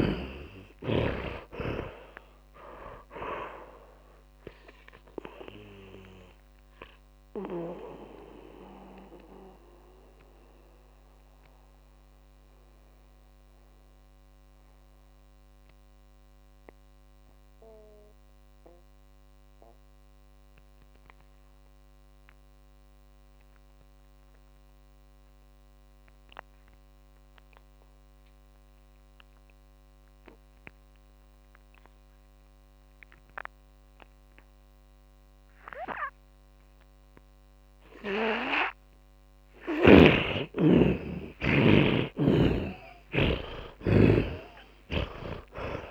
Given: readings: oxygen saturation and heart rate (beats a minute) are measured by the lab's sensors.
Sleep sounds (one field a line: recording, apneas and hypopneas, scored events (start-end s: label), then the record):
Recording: breathing in sleep by a microphone on the trachea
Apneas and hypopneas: 1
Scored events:
6.50-23.50 s: oxygen desaturation (device-marked, oxygen 97% before, 79% lowest)
8.00-39.00 s: mixed apnea (oxygen 100% before, 78% lowest)
31.50-45.91 s: oxygen desaturation (device-marked, oxygen 100% before, 78% lowest)
41.00-45.00 s: arousal
From the record:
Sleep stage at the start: N2 (light sleep)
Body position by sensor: on the back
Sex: male